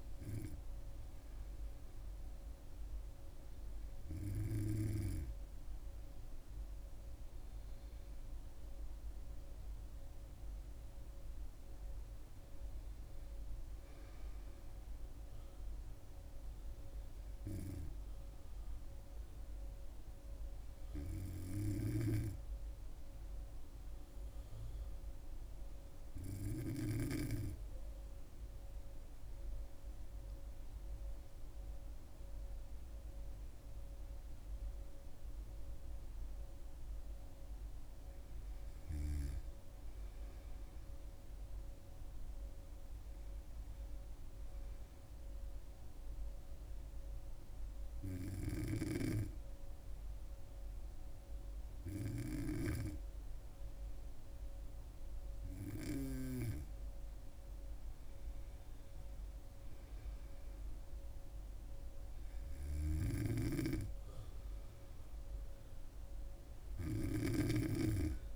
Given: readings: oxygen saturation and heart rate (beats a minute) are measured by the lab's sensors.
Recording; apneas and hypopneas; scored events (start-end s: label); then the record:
breathing in sleep by a room microphone; 2
15.50-26.50 s: hypopnea (oxygen 98% before, 95% lowest, heart rate 68 before, 64 extreme, up 4 after)
30.00-33.50 s: arousal
45.50-56.00 s: hypopnea (oxygen 98% before, 95% lowest, heart rate 68 before, 64 extreme, up 4 after)
57.50-61.00 s: arousal
From the record:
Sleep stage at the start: N2 (light sleep); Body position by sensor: on the back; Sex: female